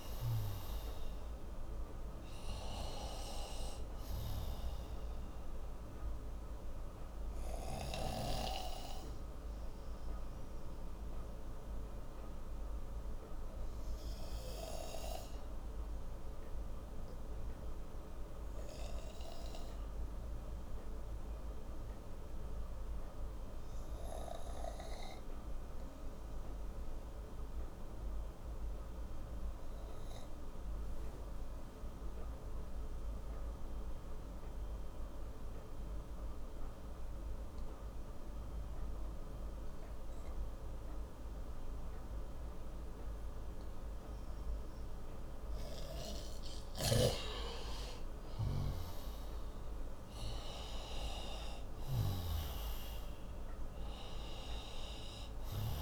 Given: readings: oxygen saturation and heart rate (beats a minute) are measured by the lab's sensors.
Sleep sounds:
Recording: breathing in sleep by a room microphone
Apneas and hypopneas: 1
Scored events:
0.00-28.50 s: oxygen desaturation (device-marked, oxygen 89% lowest)
7.00-45.50 s: obstructive apnea (oxygen 98% before, 89% lowest)
45.50-55.82 s: oxygen desaturation (device-marked, oxygen 98% before, 89% lowest)
47.50-51.50 s: arousal
From the record:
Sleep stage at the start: N2 (light sleep)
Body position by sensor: on the right side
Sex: male

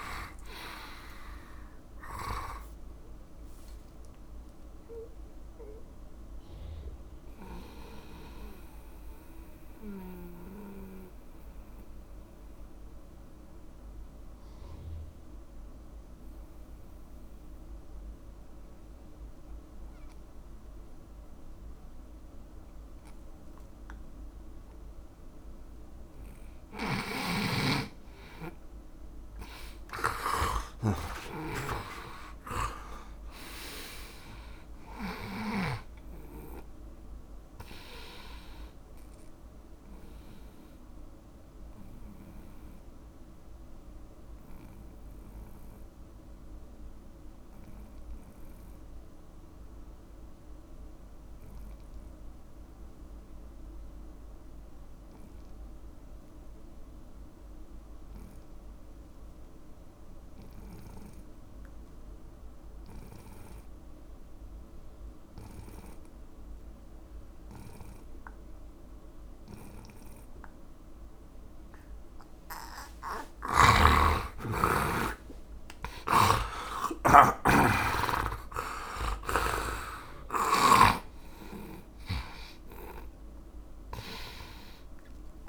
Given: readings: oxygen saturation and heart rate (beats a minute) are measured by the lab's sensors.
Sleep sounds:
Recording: breathing in sleep by a room microphone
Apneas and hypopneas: 2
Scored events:
0.00-17.50 s: oxygen desaturation (device-marked, oxygen 84% lowest)
5.00-26.50 s: mixed apnea (oxygen 100% before, 84% lowest)
27.00-36.50 s: snoring (device-marked)
28.50-33.00 s: arousal
31.50-57.50 s: oxygen desaturation (device-marked, oxygen 100% before, 88% lowest)
40.00-72.50 s: obstructive apnea (oxygen 100% before, 83% lowest)
59.50-85.49 s: oxygen desaturation (device-marked, oxygen 100% before, 83% lowest)
73.50-81.50 s: snoring (device-marked)
75.00-80.00 s: arousal
From the record:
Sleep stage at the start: N2 (light sleep)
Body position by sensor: on the right side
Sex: male

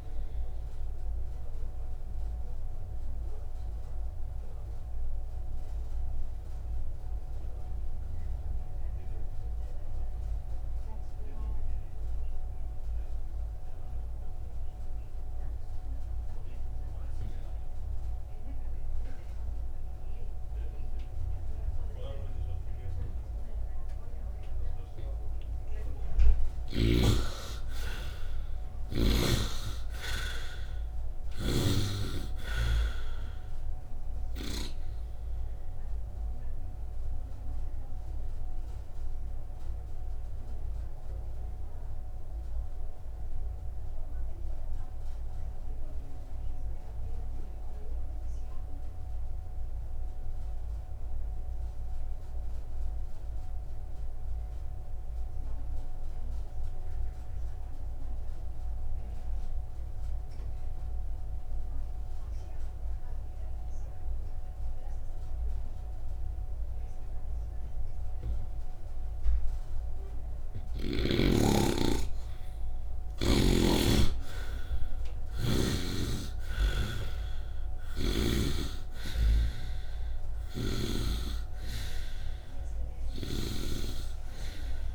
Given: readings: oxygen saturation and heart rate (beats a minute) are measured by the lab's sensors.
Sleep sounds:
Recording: breathing in sleep by a room microphone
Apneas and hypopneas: 2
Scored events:
0.00-14.50 s: oxygen desaturation (device-marked, oxygen 67% lowest, heart rate 54 extreme)
3.00-25.00 s: obstructive apnea (oxygen 99% before, 66% lowest, heart rate 67 before, 54 extreme, up 3 after)
26.50-30.00 s: arousal
31.50-35.00 s: snoring (device-marked)
35.50-70.50 s: obstructive apnea (oxygen 91% before, 64% lowest, heart rate 61 before, 53 extreme, up 3 after)
36.50-58.50 s: oxygen desaturation (device-marked, oxygen 87% before, 66% lowest, heart rate 61 before, 53 extreme)
72.50-76.00 s: arousal
74.50-84.95 s: oxygen desaturation (device-marked, oxygen 84% before, 64% lowest, heart rate 58 before, 55 extreme)
78.50-84.00 s: snoring (device-marked)
From the record:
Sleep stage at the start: N2 (light sleep)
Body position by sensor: upright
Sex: male

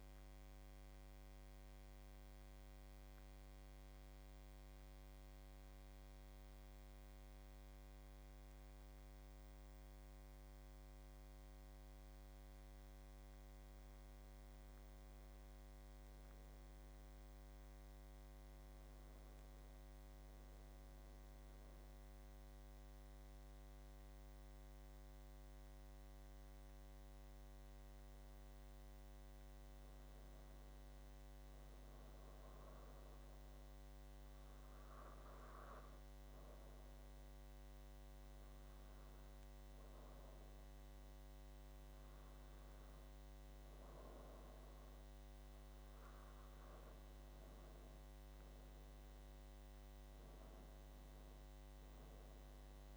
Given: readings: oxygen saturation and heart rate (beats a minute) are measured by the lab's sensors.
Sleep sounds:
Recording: breathing in sleep, hard to hear, by a microphone on the trachea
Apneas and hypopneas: 2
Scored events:
0.00-3.00 s: oxygen desaturation (device-marked, oxygen 86% lowest, heart rate 72 extreme)
0.50-13.50 s: obstructive apnea (oxygen 94% before, 90% lowest, heart rate 84 before, 71 extreme, up 8 after)
15.50-18.50 s: arousal
23.00-33.00 s: oxygen desaturation (device-marked, oxygen 96% before, 92% lowest, heart rate 76 before, 69 extreme)
33.00-46.00 s: obstructive apnea (oxygen 97% before, 88% lowest, heart rate 76 before, 66 extreme, up 12 after)
48.50-51.50 s: arousal
From the record:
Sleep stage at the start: N2 (light sleep)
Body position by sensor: on the back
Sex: male

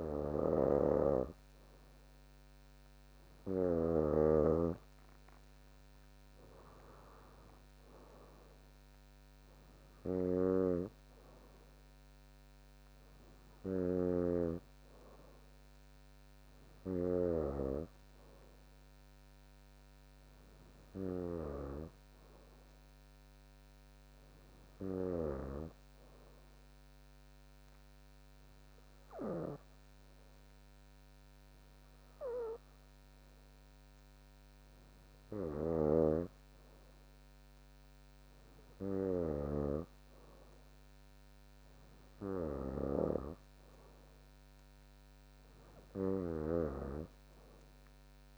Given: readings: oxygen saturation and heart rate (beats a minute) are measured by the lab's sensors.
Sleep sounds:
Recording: breathing in sleep by a microphone on the trachea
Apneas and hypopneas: 1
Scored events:
0.00-1.50 s: arousal
0.00-4.00 s: snoring (device-marked)
10.00-17.50 s: snoring (device-marked)
12.00-18.00 s: bradycardia (device-marked, heart rate 63 before, 58 extreme)
24.50-37.00 s: hypopnea (oxygen 98% before, 95% lowest, heart rate 63 before, 60 extreme, up 3 after)
35.50-43.50 s: snoring (device-marked)
39.00-42.50 s: arousal
From the record:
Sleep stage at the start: N2 (light sleep)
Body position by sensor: on the back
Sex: female

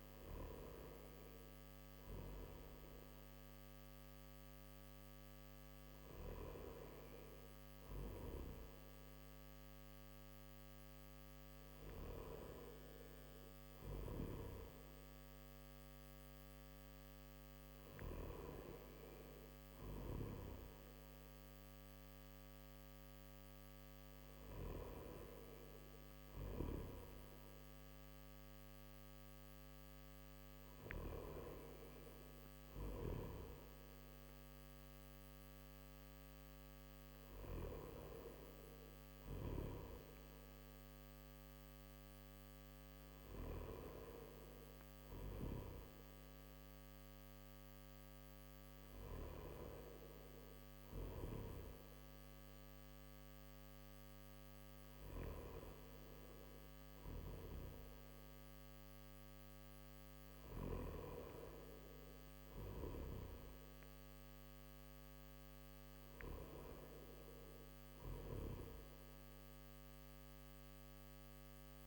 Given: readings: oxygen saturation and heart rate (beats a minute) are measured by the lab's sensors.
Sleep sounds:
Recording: breathing in sleep by a microphone on the trachea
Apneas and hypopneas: none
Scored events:
51.00-71.86 s: new sleep stage, N1 (lightest sleep)
From the record:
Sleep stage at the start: N3 (deep sleep)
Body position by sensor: on the back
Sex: male

